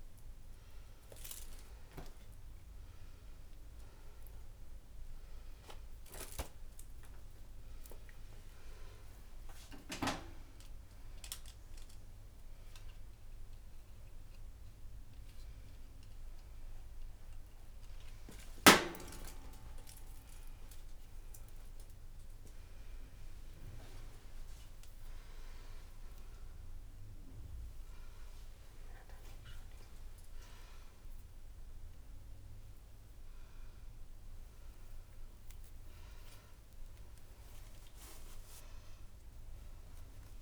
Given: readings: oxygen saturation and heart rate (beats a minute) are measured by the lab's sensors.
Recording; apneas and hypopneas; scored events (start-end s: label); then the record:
a person awake in a sleep study, by a room microphone; none
5.00-11.00 s: drop in pulse transit time (device-marked)
6.00-8.00 s: long interval between heartbeats (device-marked)
9.00-11.00 s: long interval between heartbeats (device-marked)
19.50-21.50 s: long interval between heartbeats (device-marked)
25.50-27.50 s: long interval between heartbeats (device-marked)
31.00-33.00 s: long interval between heartbeats (device-marked)
38.00-40.00 s: long interval between heartbeats (device-marked)
From the record:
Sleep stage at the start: awake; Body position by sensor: on the right side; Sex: female